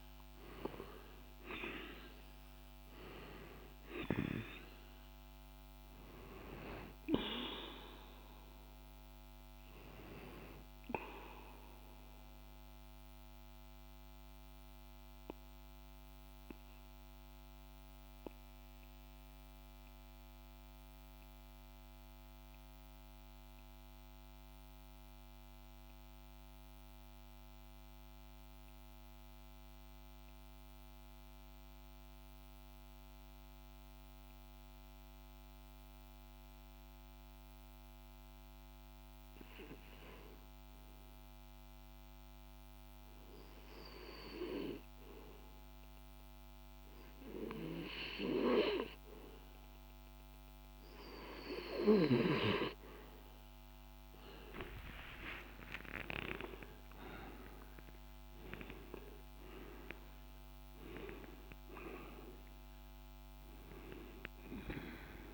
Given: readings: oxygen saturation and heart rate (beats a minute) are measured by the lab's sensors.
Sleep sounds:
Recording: breathing in sleep by a microphone on the trachea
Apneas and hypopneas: 1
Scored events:
0.00-1.50 s: arousal
0.00-23.50 s: oxygen desaturation (device-marked, oxygen 88% lowest, heart rate 45 extreme)
11.00-50.00 s: mixed apnea (oxygen 98% before, 88% lowest, heart rate 50 before, 45 extreme, up 27 after)
37.50-65.34 s: oxygen desaturation (device-marked, oxygen 100% before, 89% lowest, heart rate 48 before, 47 extreme)
52.00-55.50 s: arousal
From the record:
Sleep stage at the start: N2 (light sleep)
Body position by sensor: on the back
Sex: male

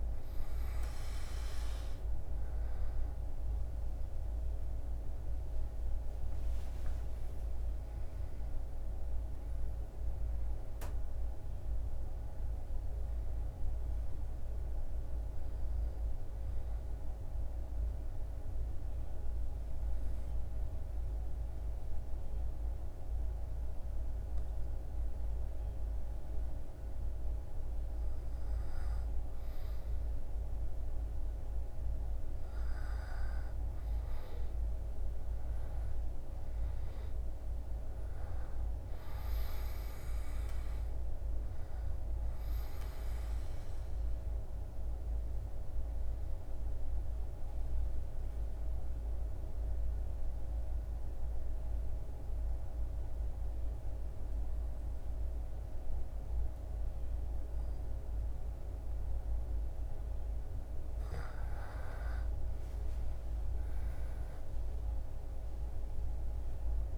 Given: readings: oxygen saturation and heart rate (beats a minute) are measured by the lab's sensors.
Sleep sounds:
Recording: breathing in sleep, hard to hear, by a room microphone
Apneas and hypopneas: 2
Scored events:
0.00-2.00 s: arousal
16.00-27.00 s: obstructive apnea (oxygen 98% before, 93% lowest, heart rate 79 before, 68 extreme, up 3 after)
30.00-34.00 s: arousal
42.00-59.00 s: obstructive apnea (oxygen 98% before, 93% lowest, heart rate 71 before, 71 extreme, up 9 after)
61.00-66.98 s: oxygen desaturation (device-marked, oxygen 98% before, 93% lowest, heart rate 73 before, 72 extreme)
61.50-66.50 s: arousal
From the record:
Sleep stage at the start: REM sleep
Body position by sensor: on the back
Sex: male

